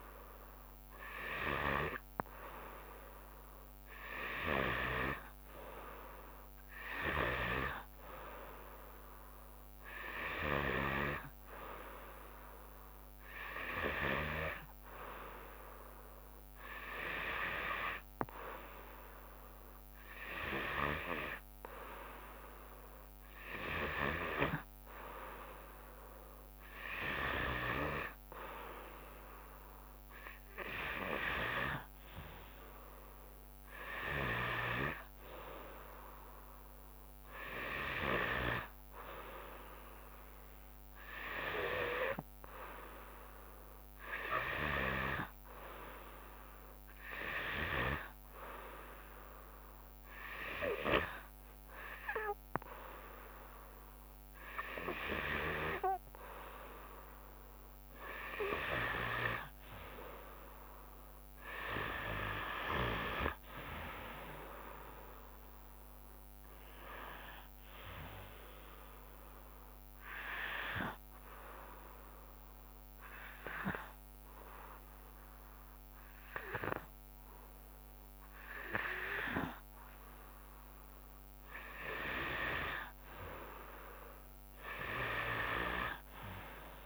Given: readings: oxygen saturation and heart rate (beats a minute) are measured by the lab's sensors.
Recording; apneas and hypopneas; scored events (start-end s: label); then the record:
breathing in sleep by a microphone on the trachea; 2
1.50-86.86 s: new sleep stage, N2 (light sleep)
42.00-45.50 s: arousal
48.50-58.50 s: hypopnea (oxygen 95% before, 91% lowest, heart rate 73 before, 59 extreme, up 3 after)
61.50-65.00 s: arousal
62.50-74.50 s: drop in pulse transit time (device-marked, heart rate 74 before, 72 extreme)
64.50-82.50 s: oxygen desaturation (device-marked, oxygen 94% before, 91% lowest, heart rate 74 before, 59 extreme)
70.50-81.50 s: obstructive apnea (oxygen 95% before, 91% lowest, heart rate 75 before, 59 extreme, up 15 after)
84.00-86.86 s: arousal
From the record:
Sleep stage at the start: N3 (deep sleep); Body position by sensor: on the back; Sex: female